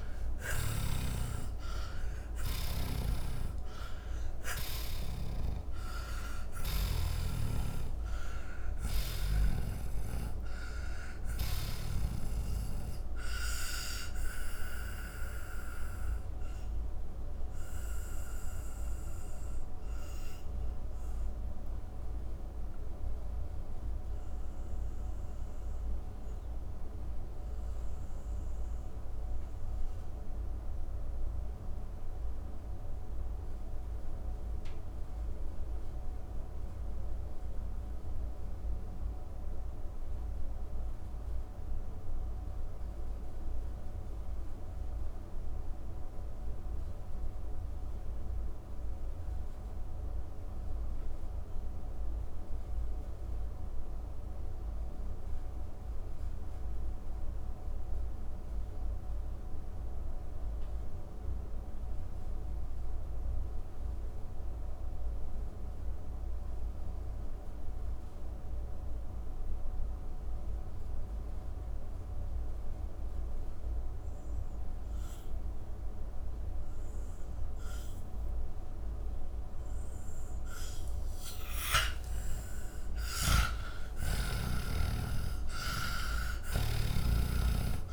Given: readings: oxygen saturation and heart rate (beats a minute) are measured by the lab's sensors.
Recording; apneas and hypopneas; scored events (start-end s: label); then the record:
breathing in sleep by a room microphone; 1
0.00-45.00 s: oxygen desaturation (device-marked, oxygen 79% lowest)
2.50-6.50 s: snoring (device-marked)
13.50-81.50 s: mixed apnea (oxygen 97% before, 79% lowest)
72.00-87.93 s: oxygen desaturation (device-marked, oxygen 98% before, 79% lowest, heart rate 65 before, 46 extreme)
82.50-87.93 s: snoring (device-marked)
83.00-87.93 s: arousal
From the record:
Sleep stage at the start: N2 (light sleep); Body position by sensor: on the back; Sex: male